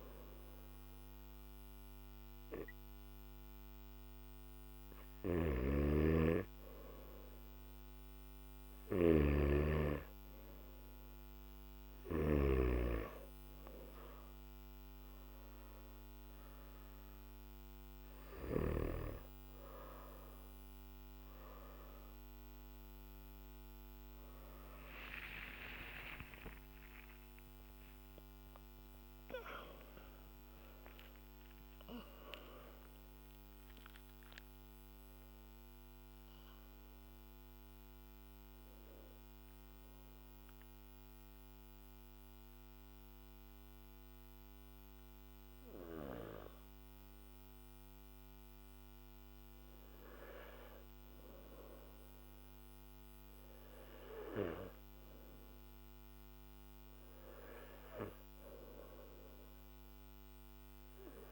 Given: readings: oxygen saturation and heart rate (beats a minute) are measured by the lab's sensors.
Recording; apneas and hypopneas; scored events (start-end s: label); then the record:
breathing in sleep by a microphone on the trachea; 1
5.00-12.00 s: snoring (device-marked)
28.50-30.50 s: long interval between heartbeats (device-marked, heart rate 59 before, 72 extreme)
37.00-51.50 s: hypopnea (oxygen 95% before, 93% lowest, heart rate 66 before, 53 extreme, up 4 after)
40.50-61.32 s: new sleep stage, N1 (lightest sleep)
From the record:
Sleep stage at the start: N2 (light sleep); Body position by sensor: on the back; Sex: male